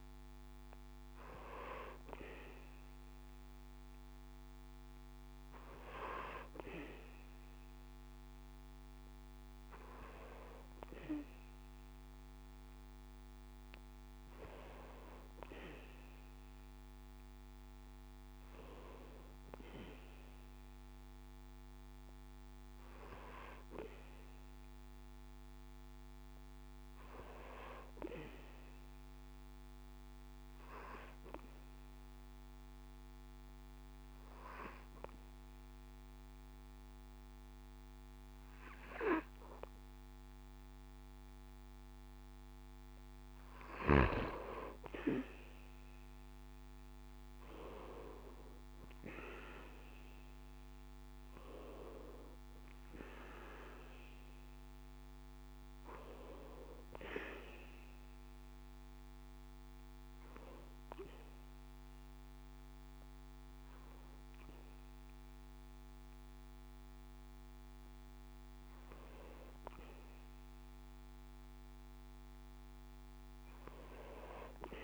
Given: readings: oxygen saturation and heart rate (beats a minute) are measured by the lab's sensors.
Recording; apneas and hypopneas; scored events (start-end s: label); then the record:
breathing in sleep by a microphone on the trachea; 2
16.50-20.50 s: arousal
30.00-43.00 s: obstructive apnea (oxygen 96% before, 94% lowest, heart rate 72 before, 66 extreme, up 6 after)
47.50-51.50 s: arousal
58.00-70.00 s: hypopnea (oxygen 96% before, 94% lowest, heart rate 71 before, 65 extreme, up 4 after)
72.00-74.84 s: arousal
From the record:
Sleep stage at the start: N2 (light sleep); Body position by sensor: on the back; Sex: male